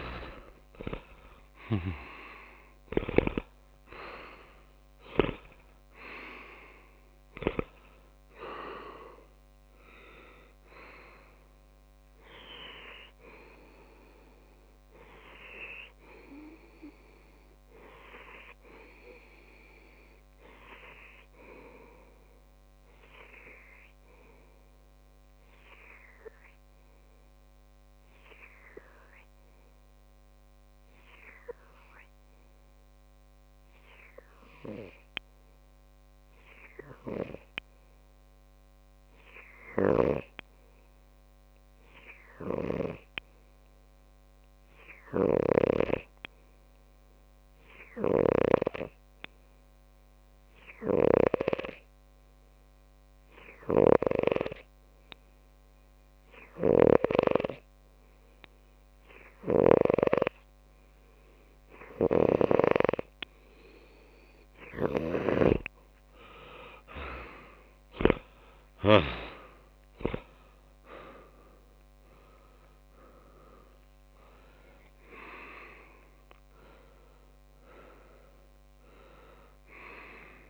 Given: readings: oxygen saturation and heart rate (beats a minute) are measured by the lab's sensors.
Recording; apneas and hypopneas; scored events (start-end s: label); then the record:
breathing in sleep by a microphone on the trachea; 1
0.00-1.50 s: arousal
0.00-14.50 s: oxygen desaturation (device-marked, oxygen 94% lowest)
25.00-63.50 s: obstructive apnea (oxygen 95% before, 93% lowest)
49.50-80.50 s: oxygen desaturation (device-marked, oxygen 99% before, 93% lowest)
62.50-66.00 s: snoring (device-marked)
70.50-75.00 s: arousal
From the record:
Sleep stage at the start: N2 (light sleep); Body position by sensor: on the left side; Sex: male